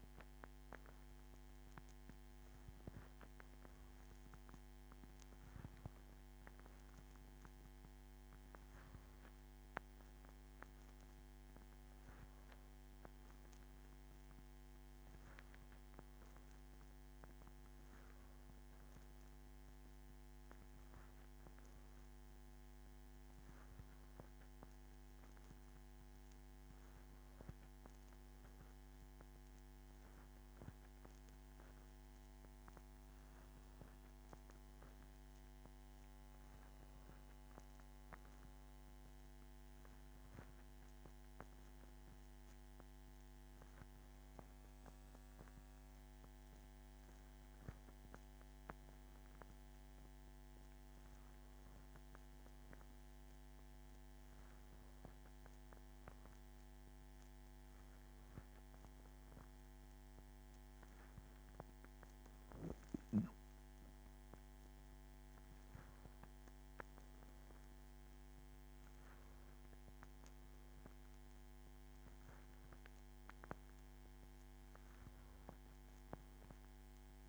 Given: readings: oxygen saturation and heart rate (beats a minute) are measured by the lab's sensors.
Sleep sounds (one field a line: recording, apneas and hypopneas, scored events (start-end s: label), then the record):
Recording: breathing in sleep by a microphone on the trachea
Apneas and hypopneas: none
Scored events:
42.00-44.00 s: long interval between heartbeats (device-marked, heart rate 74 before, 74 extreme)
From the record:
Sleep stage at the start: N2 (light sleep)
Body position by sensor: on the back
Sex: female